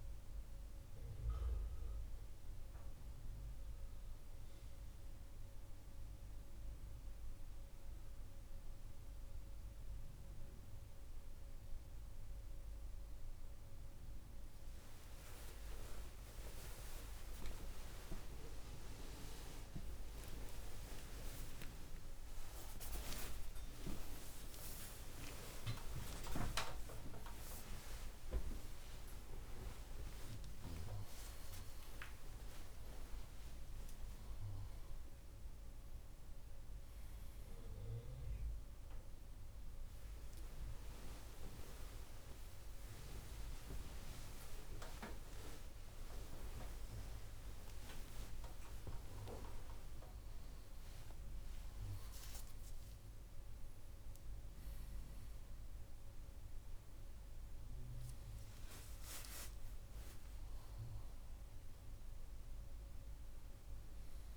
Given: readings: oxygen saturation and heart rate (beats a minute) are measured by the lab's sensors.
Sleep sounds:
a person awake in a sleep study, by a room microphone; 1
2.50-13.50 s: hypopnea (oxygen 98% before, 96% lowest, heart rate 97 before, 73 extreme, up 38 after)
13.50-64.37 s: new sleep stage, awake
From the record:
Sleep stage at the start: N1 (lightest sleep); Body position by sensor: on the right side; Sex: male

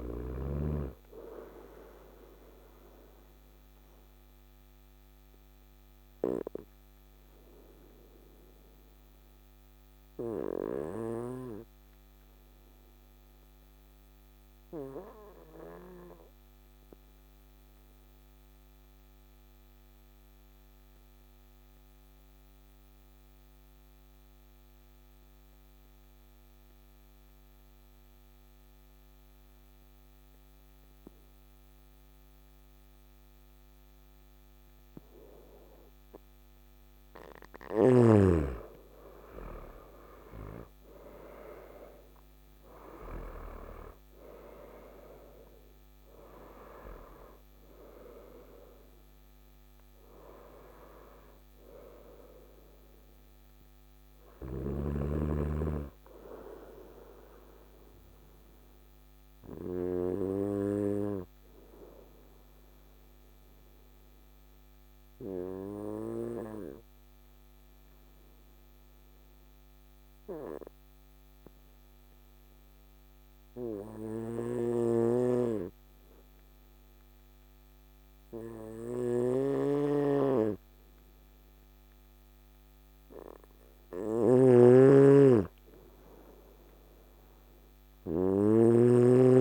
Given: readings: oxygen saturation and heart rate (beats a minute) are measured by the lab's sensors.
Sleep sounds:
breathing in sleep by a microphone on the trachea; 2
0.00-13.50 s: oxygen desaturation (device-marked, oxygen 92% lowest, heart rate 54 extreme)
1.50-35.00 s: obstructive apnea (oxygen 99% before, 90% lowest, heart rate 66 before, 54 extreme, up 11 after)
29.50-71.50 s: oxygen desaturation (device-marked, oxygen 99% before, 90% lowest, heart rate 56 before, 54 extreme)
38.00-41.50 s: arousal
59.00-80.50 s: obstructive apnea (oxygen 97% before, 90% lowest, heart rate 65 before, 54 extreme, up 2 after)
79.00-89.41 s: snoring (device-marked)
83.50-86.50 s: arousal
87.50-89.41 s: oxygen desaturation (device-marked, oxygen 99% before, 93% lowest, heart rate 56 before, 55 extreme)
From the record:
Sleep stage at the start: N2 (light sleep); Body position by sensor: on the right side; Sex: male

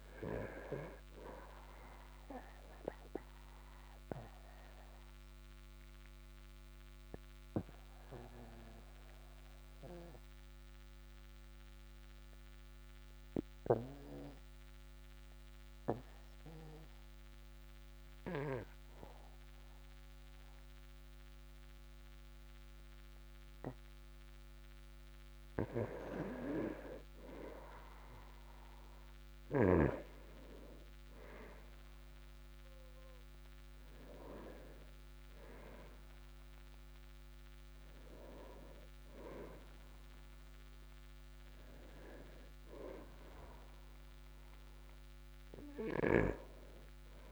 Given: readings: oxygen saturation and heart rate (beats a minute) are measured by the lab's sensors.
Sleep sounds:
breathing in sleep by a microphone on the trachea; 1
2.50-25.00 s: obstructive apnea (oxygen 99% before, 96% lowest, heart rate 54 before, 44 extreme, up 10 after)
32.50-36.50 s: arousal
From the record:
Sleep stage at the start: N2 (light sleep); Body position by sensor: on the back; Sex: male

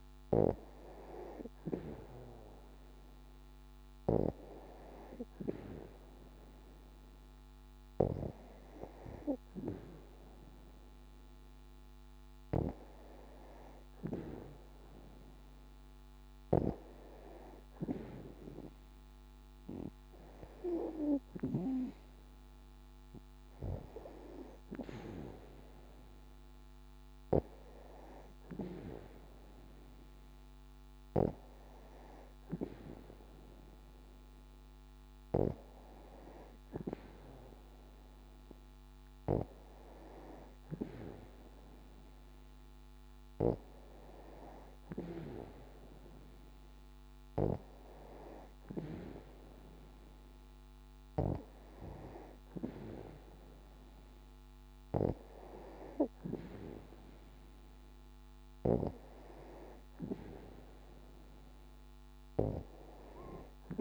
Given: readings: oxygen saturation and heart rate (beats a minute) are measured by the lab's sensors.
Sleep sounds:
breathing in sleep by a microphone on the trachea; none
none scored
From the record:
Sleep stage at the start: N2 (light sleep); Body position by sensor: on the back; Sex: female

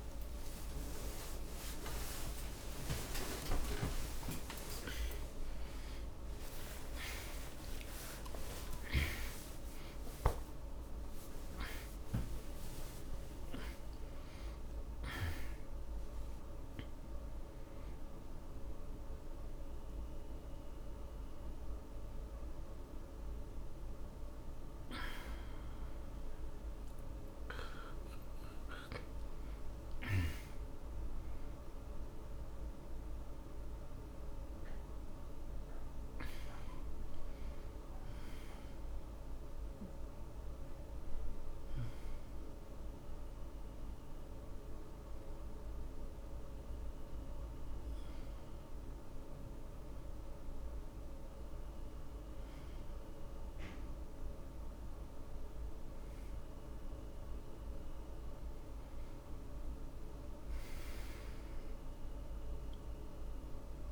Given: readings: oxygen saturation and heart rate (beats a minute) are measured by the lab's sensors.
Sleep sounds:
a person awake in a sleep study, by a room microphone; 1
0.00-9.50 s: oxygen desaturation (device-marked, oxygen 94% lowest)
40.50-51.50 s: oxygen desaturation (device-marked, oxygen 94% before, 86% lowest)
43.50-63.92 s: new sleep stage, N2 (light sleep)
45.00-57.50 s: hypopnea (oxygen 95% before, 83% lowest)
59.50-63.00 s: arousal
From the record:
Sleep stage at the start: awake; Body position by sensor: on the back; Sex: male

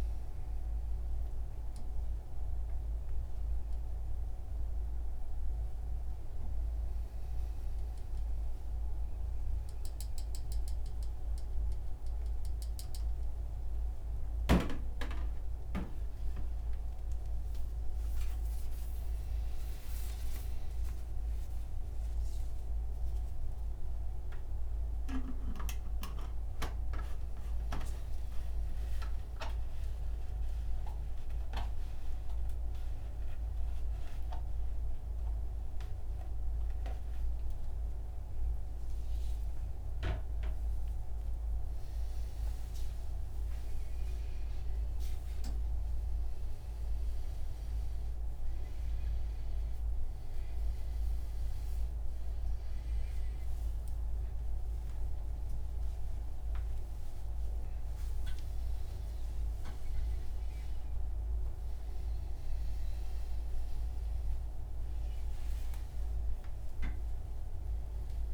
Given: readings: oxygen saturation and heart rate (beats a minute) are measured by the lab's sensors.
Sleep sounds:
a person awake in a sleep study, hard to hear, by a room microphone; none
22.50-31.50 s: oxygen desaturation (device-marked, oxygen 98% before, 94% lowest)
From the record:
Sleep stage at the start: awake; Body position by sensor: upright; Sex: male

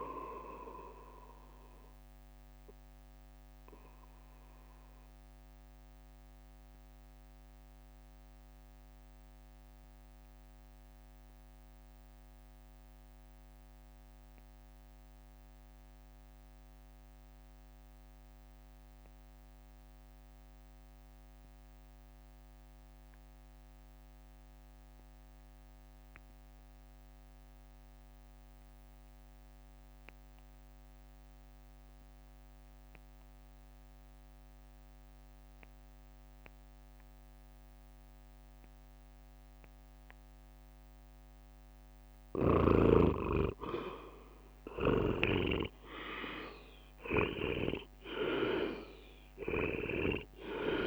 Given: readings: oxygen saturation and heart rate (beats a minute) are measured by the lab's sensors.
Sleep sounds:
breathing in sleep by a microphone on the trachea; 1
0.00-16.00 s: oxygen desaturation (device-marked, oxygen 92% lowest, heart rate 51 extreme)
3.00-42.50 s: obstructive apnea (oxygen 100% before, 82% lowest, heart rate 60 before, 51 extreme, up 15 after)
23.00-31.00 s: drop in pulse transit time (device-marked, heart rate 54 before, 59 extreme)
34.00-50.87 s: oxygen desaturation (device-marked, oxygen 97% before, 82% lowest, heart rate 58 before, 51 extreme)
44.00-48.50 s: arousal
46.00-50.87 s: drop in pulse transit time (device-marked, heart rate 61 before, 60 extreme)
From the record:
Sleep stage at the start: REM sleep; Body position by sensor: on the right side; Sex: male

